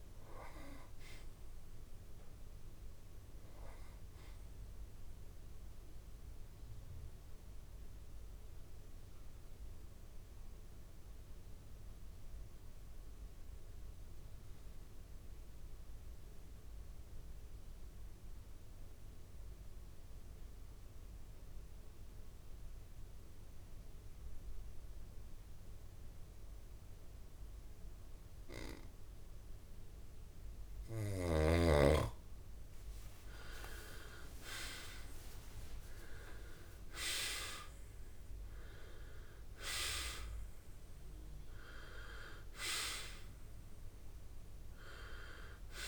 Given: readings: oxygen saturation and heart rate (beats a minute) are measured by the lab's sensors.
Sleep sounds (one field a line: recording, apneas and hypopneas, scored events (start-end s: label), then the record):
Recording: breathing in sleep by a room microphone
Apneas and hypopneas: 1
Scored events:
0.00-12.50 s: oxygen desaturation (device-marked, oxygen 87% lowest, heart rate 64 extreme)
8.00-32.00 s: mixed apnea (oxygen 98% before, 84% lowest, heart rate 83 before, 64 extreme, up 40 after)
30.50-45.88 s: oxygen desaturation (device-marked, oxygen 98% before, 84% lowest, heart rate 65 before, 65 extreme)
33.50-37.00 s: arousal
From the record:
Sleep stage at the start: N2 (light sleep)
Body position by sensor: on the back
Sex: male